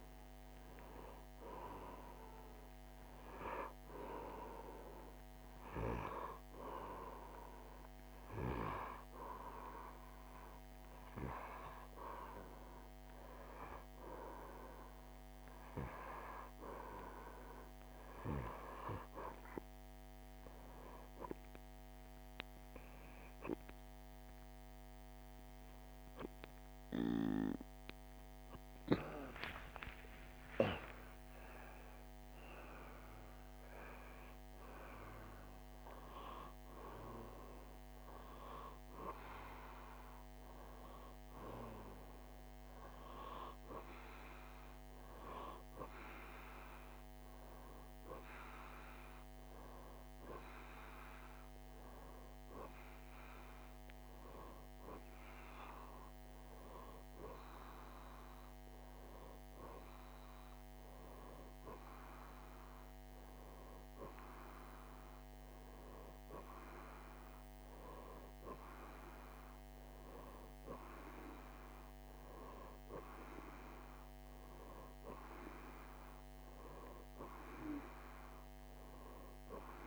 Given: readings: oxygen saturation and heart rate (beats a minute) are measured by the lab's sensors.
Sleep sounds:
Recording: breathing in sleep by a microphone on the trachea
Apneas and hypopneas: 1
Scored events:
0.00-8.50 s: oxygen desaturation (device-marked, oxygen 88% lowest, heart rate 49 extreme)
6.50-18.00 s: hypopnea (oxygen 97% before, 94% lowest, heart rate 67 before, 49 extreme, up 0 after)
21.00-25.50 s: arousal
28.50-41.50 s: oxygen desaturation (device-marked, oxygen 98% before, 94% lowest, heart rate 50 before, 49 extreme)
From the record:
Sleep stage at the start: N2 (light sleep)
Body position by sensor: on the right side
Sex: male

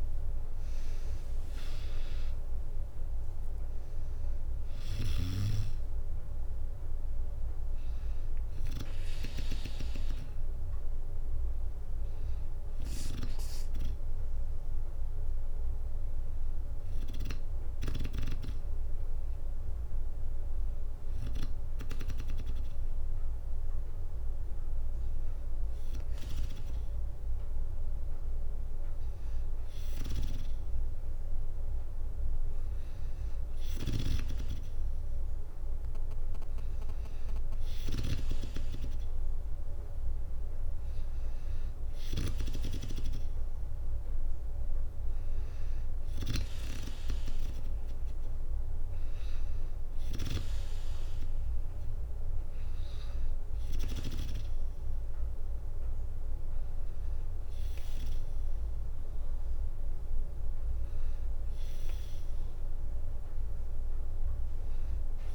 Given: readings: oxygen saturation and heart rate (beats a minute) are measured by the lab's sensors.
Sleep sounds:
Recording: breathing in sleep by a room microphone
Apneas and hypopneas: none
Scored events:
0.00-12.50 s: drop in pulse transit time (device-marked, heart rate 61 extreme)
0.50-4.00 s: arousal
From the record:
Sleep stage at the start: N2 (light sleep)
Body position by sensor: on the back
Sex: female

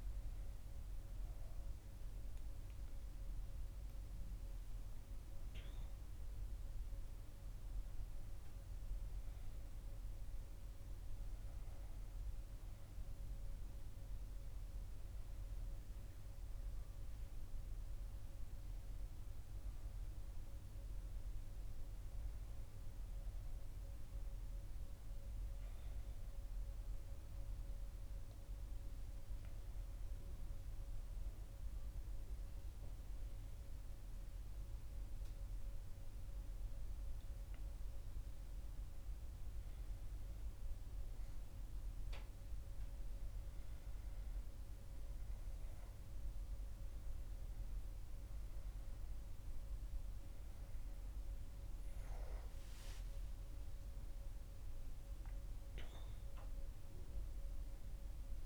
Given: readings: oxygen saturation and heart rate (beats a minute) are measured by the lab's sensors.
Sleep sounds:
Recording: breathing in sleep, hard to hear, by a room microphone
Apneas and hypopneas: 1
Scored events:
0.00-9.00 s: oxygen desaturation (device-marked, oxygen 92% lowest, heart rate 60 extreme)
1.50-4.50 s: arousal
31.00-43.00 s: obstructive apnea (oxygen 95% before, 91% lowest, heart rate 61 before, 60 extreme, up 0 after)
48.00-58.46 s: oxygen desaturation (device-marked, oxygen 96% before, 91% lowest, heart rate 60 before, 60 extreme)
49.50-53.00 s: arousal
From the record:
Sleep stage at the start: N2 (light sleep)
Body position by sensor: on the right side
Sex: female

